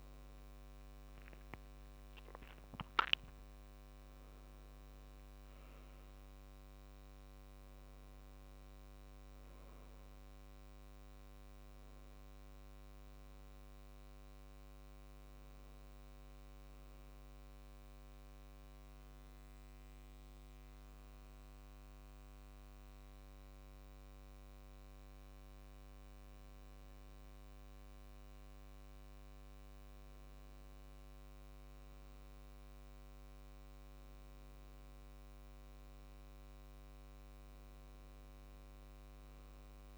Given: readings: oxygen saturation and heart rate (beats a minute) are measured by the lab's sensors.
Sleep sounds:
breathing in sleep, hard to hear, by a microphone on the trachea; none
none scored
From the record:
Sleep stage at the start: N2 (light sleep); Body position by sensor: on the back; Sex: male

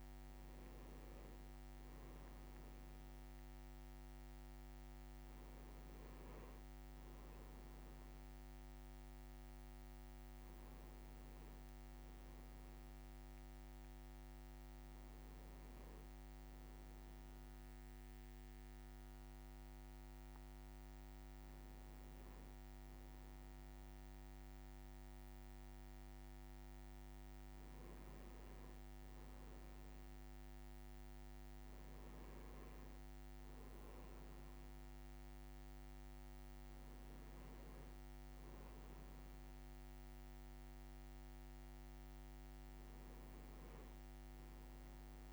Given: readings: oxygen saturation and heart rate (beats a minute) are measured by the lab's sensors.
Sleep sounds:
a person awake in a sleep study, hard to hear, by a microphone on the trachea; none
none scored
From the record:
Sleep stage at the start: awake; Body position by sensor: on the right side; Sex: male

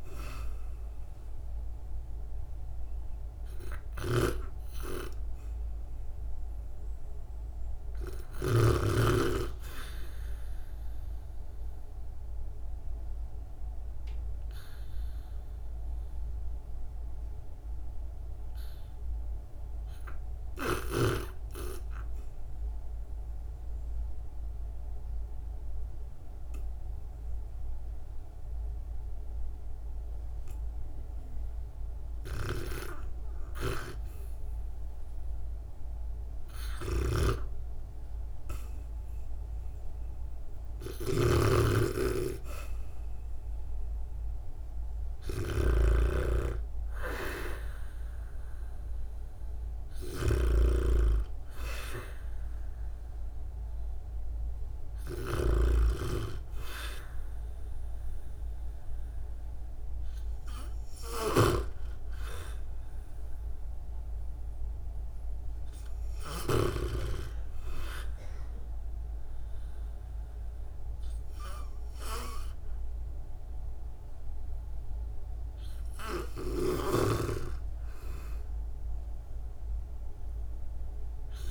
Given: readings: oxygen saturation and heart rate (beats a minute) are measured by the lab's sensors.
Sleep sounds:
breathing in sleep by a room microphone; 1
0.00-8.50 s: snoring (device-marked)
0.00-9.50 s: oxygen desaturation (device-marked, oxygen 75% lowest, heart rate 55 extreme)
11.00-32.00 s: obstructive apnea (oxygen 87% before, 80% lowest, heart rate 80 before, 57 extreme, up 14 after)
27.50-64.50 s: oxygen desaturation (device-marked, oxygen 95% before, 80% lowest, heart rate 74 before, 57 extreme)
36.50-66.50 s: snoring (device-marked)
37.00-41.50 s: arousal
76.50-81.50 s: snoring (device-marked)
From the record:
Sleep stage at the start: REM sleep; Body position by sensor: on the back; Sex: female

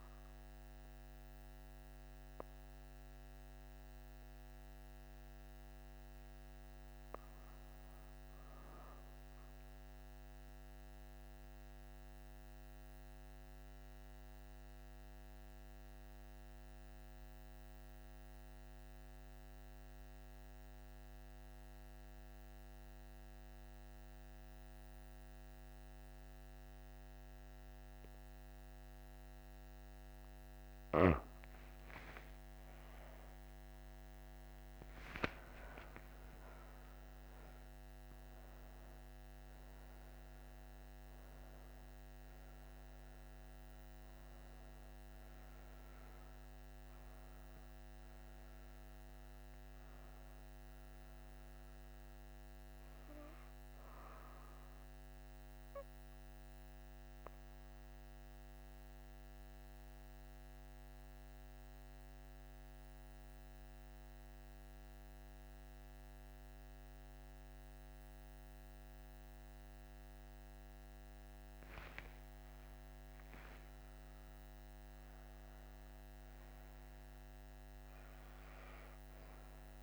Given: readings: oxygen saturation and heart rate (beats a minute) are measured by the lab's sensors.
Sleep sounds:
breathing in sleep, hard to hear, by a microphone on the trachea; 2
1.50-14.50 s: oxygen desaturation (device-marked, oxygen 93% before, 89% lowest)
11.00-30.50 s: obstructive apnea (oxygen 96% before, 86% lowest)
31.50-36.00 s: arousal
31.50-69.50 s: oxygen desaturation (device-marked, oxygen 98% before, 86% lowest)
55.50-70.50 s: obstructive apnea (oxygen 98% before, 86% lowest)
72.00-76.00 s: arousal
From the record:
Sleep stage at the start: N2 (light sleep); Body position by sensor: on the back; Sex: female

